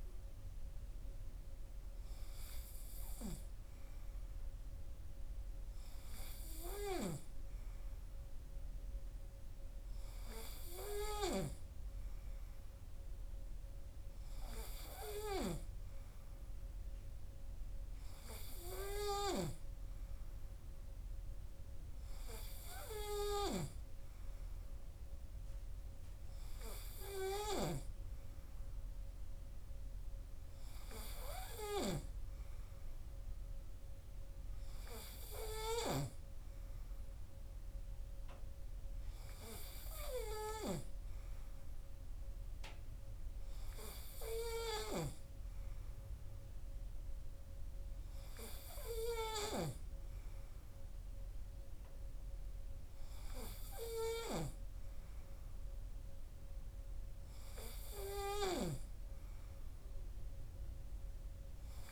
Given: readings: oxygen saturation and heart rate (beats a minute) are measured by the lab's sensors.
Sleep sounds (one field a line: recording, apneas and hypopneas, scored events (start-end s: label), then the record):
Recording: breathing in sleep by a room microphone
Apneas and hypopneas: none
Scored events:
none scored
From the record:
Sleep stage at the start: N3 (deep sleep)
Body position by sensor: on the right side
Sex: male